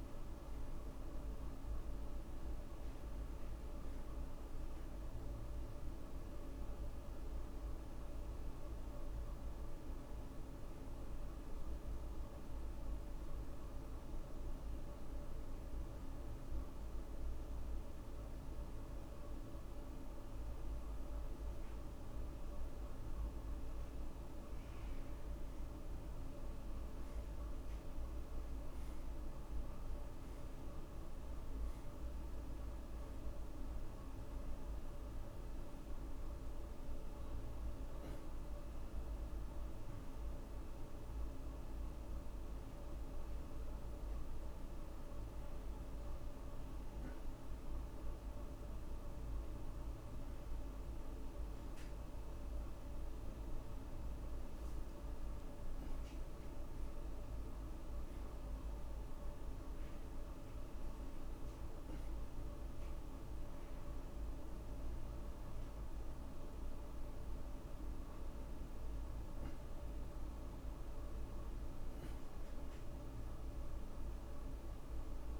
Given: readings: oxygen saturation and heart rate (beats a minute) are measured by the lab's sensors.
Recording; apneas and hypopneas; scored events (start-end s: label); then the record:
breathing in sleep, hard to hear, by a room microphone; 3
0.00-4.50 s: oxygen desaturation (device-marked, oxygen 90% lowest)
9.00-25.00 s: hypopnea (oxygen 95% before, 82% lowest)
9.50-50.50 s: oxygen desaturation (device-marked, oxygen 92% before, 82% lowest)
26.00-32.00 s: arousal
40.00-51.00 s: hypopnea (oxygen 91% before, 82% lowest)
53.50-57.50 s: arousal
59.50-70.50 s: hypopnea (oxygen 95% before, 86% lowest, heart rate 46 before, 76 extreme, up 3 after)
63.50-75.40 s: oxygen desaturation (device-marked, oxygen 93% before, 88% lowest, heart rate 59 before, 76 extreme)
73.00-75.40 s: arousal
From the record:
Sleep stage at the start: N2 (light sleep); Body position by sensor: on the back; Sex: male